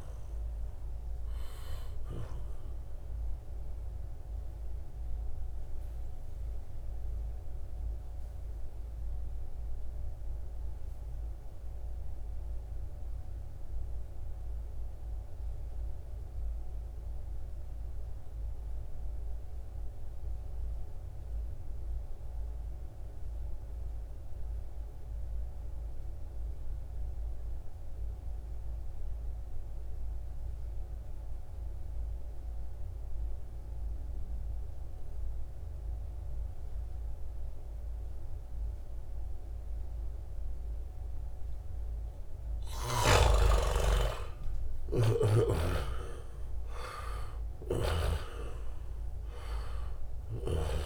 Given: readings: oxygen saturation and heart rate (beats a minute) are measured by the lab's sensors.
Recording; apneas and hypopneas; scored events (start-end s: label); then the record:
breathing in sleep by a room microphone; 1
0.00-8.00 s: oxygen desaturation (device-marked, oxygen 88% lowest, heart rate 65 extreme)
1.50-41.50 s: obstructive apnea (oxygen 97% before, 85% lowest, heart rate 73 before, 57 extreme, up 19 after)
26.00-50.86 s: oxygen desaturation (device-marked, oxygen 97% before, 85% lowest, heart rate 69 before, 57 extreme)
34.00-36.00 s: long interval between heartbeats (device-marked, heart rate 67 before, 63 extreme)
37.00-39.00 s: bradycardia (device-marked, heart rate 74 before, 61 extreme)
43.00-46.00 s: arousal
From the record:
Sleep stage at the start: N2 (light sleep); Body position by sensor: on the back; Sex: male